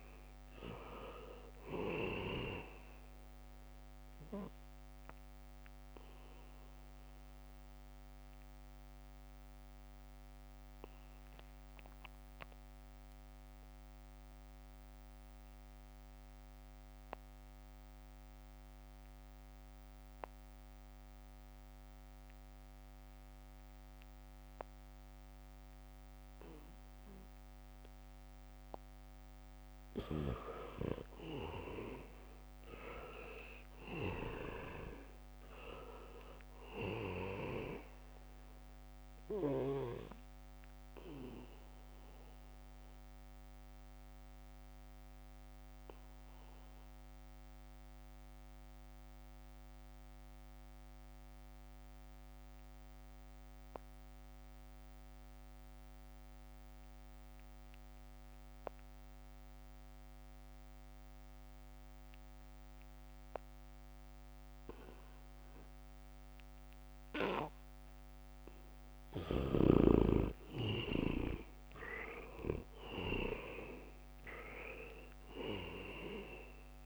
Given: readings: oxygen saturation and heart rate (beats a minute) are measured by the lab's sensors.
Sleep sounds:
breathing in sleep by a microphone on the trachea; 2
0.00-1.50 s: arousal
0.00-3.00 s: leg movement (device-marked)
0.00-23.00 s: oxygen desaturation (device-marked, oxygen 77% lowest, heart rate 61 extreme)
4.00-11.00 s: leg movement (device-marked)
7.50-29.00 s: mixed apnea (oxygen 98% before, 77% lowest, heart rate 66 before, 67 extreme)
30.00-56.00 s: oxygen desaturation (device-marked, oxygen 98% before, 78% lowest, heart rate 72 before, 63 extreme)
31.50-35.50 s: arousal
42.00-68.00 s: obstructive apnea (oxygen 98% before, 76% lowest, heart rate 69 before, 63 extreme, up 1 after)
62.00-64.50 s: leg movement (device-marked)
62.00-76.86 s: oxygen desaturation (device-marked, oxygen 99% before, 76% lowest, heart rate 70 before, 62 extreme)
66.50-76.00 s: leg movement (device-marked)
70.50-74.50 s: arousal
From the record:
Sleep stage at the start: N2 (light sleep); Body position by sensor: on the back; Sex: male

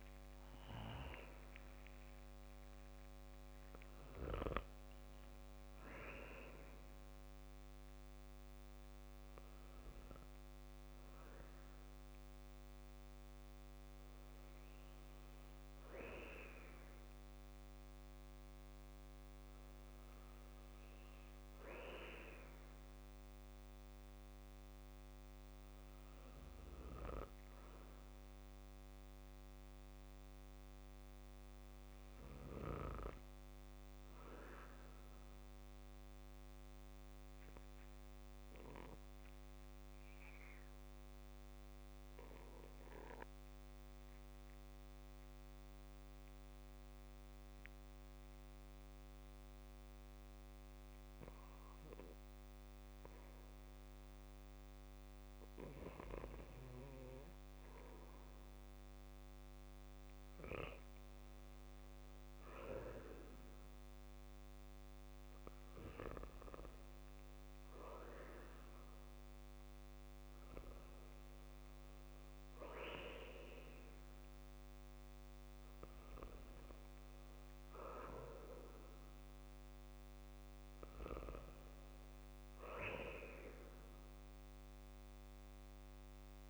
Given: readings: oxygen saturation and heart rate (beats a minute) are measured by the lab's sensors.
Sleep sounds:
breathing in sleep by a microphone on the trachea; 1
0.00-2.50 s: arousal
36.00-39.00 s: arousal
41.50-55.50 s: obstructive apnea (oxygen 96% before, 88% lowest, heart rate 63 before, 59 extreme, up 6 after)
58.00-62.00 s: arousal
78.00-86.50 s: oxygen desaturation (device-marked, oxygen 95% before, 88% lowest, heart rate 66 before, 67 extreme)
From the record:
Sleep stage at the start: REM sleep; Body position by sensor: on the back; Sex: male

